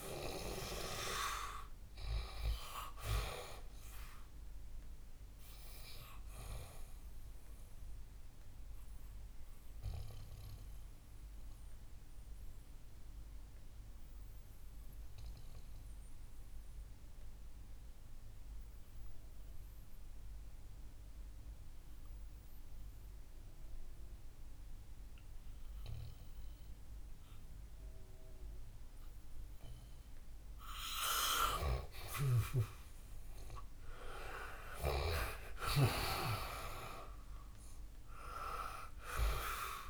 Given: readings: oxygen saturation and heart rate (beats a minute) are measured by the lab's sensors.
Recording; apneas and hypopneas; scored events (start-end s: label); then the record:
breathing in sleep by a room microphone; 1
0.00-10.00 s: oxygen desaturation (device-marked, oxygen 92% lowest, heart rate 61 extreme)
8.00-30.00 s: obstructive apnea (oxygen 96% before, 90% lowest, heart rate 69 before, 58 extreme, up 7 after)
12.00-24.00 s: oxygen desaturation (device-marked, oxygen 93% before, 90% lowest, heart rate 70 before, 62 extreme)
33.50-37.50 s: arousal
From the record:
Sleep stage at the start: N2 (light sleep); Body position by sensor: on the back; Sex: male